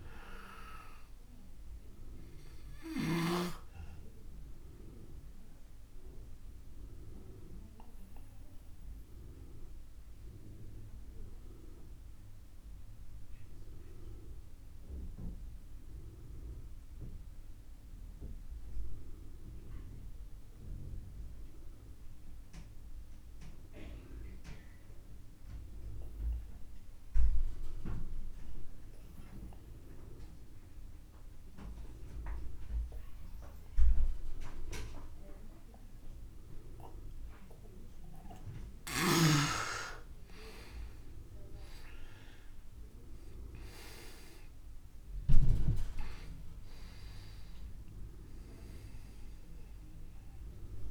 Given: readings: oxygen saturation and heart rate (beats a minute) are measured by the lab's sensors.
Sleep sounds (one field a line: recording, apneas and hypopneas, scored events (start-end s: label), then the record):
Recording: breathing in sleep by a room microphone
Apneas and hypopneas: 1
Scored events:
0.00-3.00 s: snoring (device-marked)
3.50-37.50 s: obstructive apnea (oxygen 100% before, 87% lowest, heart rate 47 before, 27 extreme, up 54 after)
4.00-22.00 s: oxygen desaturation (device-marked, oxygen 99% before, 94% lowest, heart rate 46 before, 27 extreme)
37.00-50.91 s: oxygen desaturation (device-marked, oxygen 98% before, 87% lowest)
39.50-43.50 s: arousal
From the record:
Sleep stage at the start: N2 (light sleep)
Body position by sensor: on the back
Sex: male